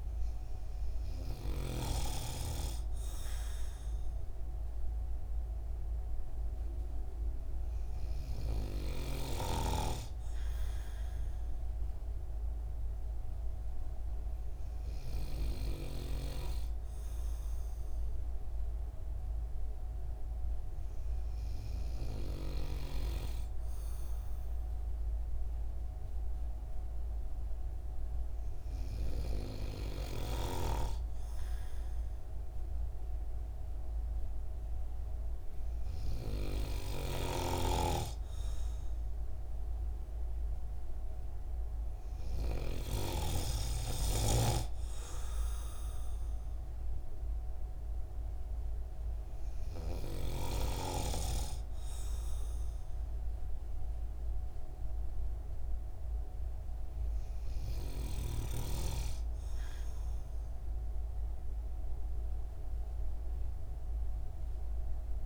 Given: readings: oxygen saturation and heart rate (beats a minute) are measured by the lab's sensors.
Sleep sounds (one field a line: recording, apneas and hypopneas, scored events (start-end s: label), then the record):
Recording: breathing in sleep by a room microphone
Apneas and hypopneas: none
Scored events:
37.00-43.00 s: snoring (device-marked)
52.00-62.00 s: oxygen desaturation (device-marked, oxygen 95% before, 92% lowest)
From the record:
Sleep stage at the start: N2 (light sleep)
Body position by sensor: on the right side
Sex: male